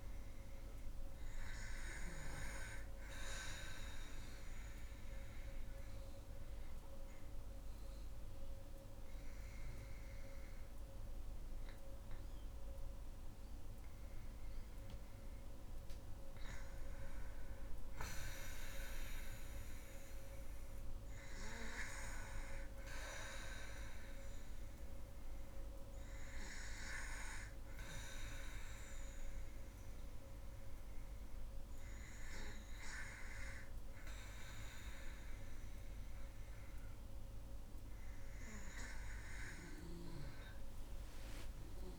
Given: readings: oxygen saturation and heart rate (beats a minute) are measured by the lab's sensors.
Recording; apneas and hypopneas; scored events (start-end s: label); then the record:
breathing in sleep by a room microphone; 1
4.50-14.50 s: obstructive apnea (oxygen 96% before, 90% lowest, heart rate 62 before, 54 extreme, up 7 after)
9.00-19.00 s: oxygen desaturation (device-marked, oxygen 96% before, 93% lowest, heart rate 62 before, 54 extreme)
18.00-22.00 s: arousal
24.00-35.00 s: oxygen desaturation (device-marked, oxygen 95% before, 90% lowest, heart rate 58 before, 56 extreme)
40.00-41.99 s: arousal
From the record:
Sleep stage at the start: N2 (light sleep); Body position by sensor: on the back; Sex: female